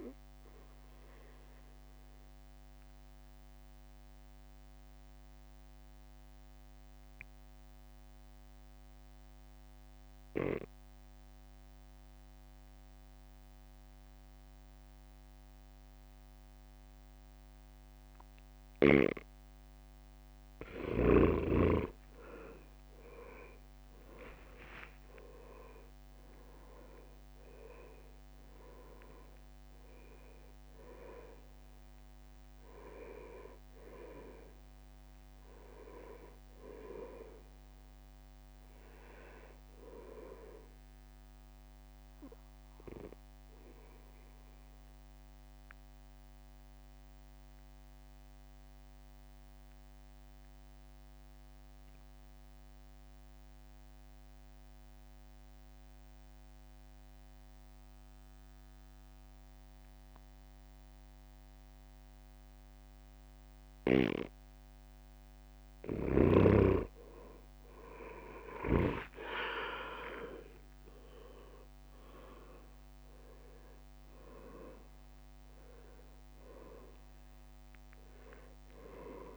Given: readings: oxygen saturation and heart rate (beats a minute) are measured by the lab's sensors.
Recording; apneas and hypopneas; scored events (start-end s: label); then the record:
breathing in sleep by a microphone on the trachea; 2
0.00-5.00 s: oxygen desaturation (device-marked, oxygen 90% lowest, heart rate 65 extreme)
1.50-20.00 s: obstructive apnea (oxygen 98% before, 90% lowest, heart rate 70 before, 65 extreme, up 8 after)
22.00-26.50 s: arousal
23.00-37.00 s: drop in pulse transit time (device-marked, heart rate 66 before, 69 extreme)
24.00-47.00 s: oxygen desaturation (device-marked, oxygen 98% before, 90% lowest, heart rate 67 before, 62 extreme)
45.00-64.50 s: obstructive apnea (oxygen 98% before, 90% lowest, heart rate 70 before, 62 extreme, up 12 after)
66.00-69.00 s: arousal
66.00-79.37 s: oxygen desaturation (device-marked, oxygen 98% before, 90% lowest, heart rate 65 before, 63 extreme)
68.00-79.37 s: drop in pulse transit time (device-marked, heart rate 65 before, 66 extreme)
From the record:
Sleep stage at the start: N2 (light sleep); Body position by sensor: on the back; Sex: male